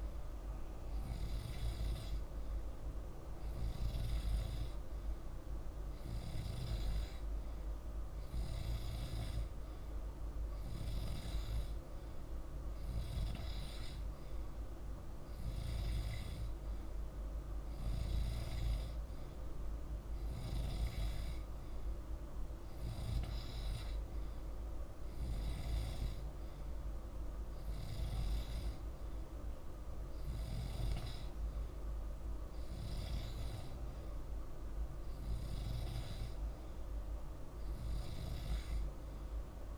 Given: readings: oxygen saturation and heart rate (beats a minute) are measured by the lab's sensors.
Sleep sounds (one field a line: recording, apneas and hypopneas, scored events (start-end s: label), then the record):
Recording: breathing in sleep, hard to hear, by a room microphone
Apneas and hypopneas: none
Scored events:
none scored
From the record:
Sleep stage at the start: N2 (light sleep)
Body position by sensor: on the back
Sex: male